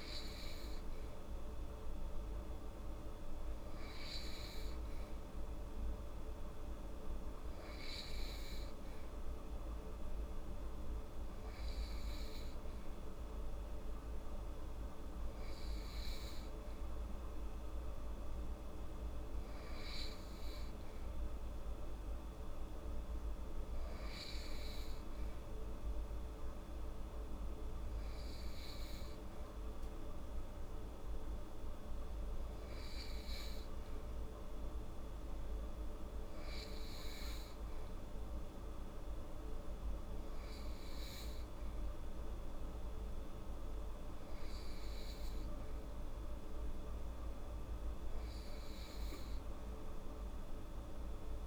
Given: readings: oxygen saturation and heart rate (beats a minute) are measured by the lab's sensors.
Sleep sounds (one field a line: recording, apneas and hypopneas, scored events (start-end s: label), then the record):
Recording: breathing in sleep, hard to hear, by a room microphone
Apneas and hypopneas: none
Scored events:
none scored
From the record:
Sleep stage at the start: N2 (light sleep)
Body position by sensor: on the right side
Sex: female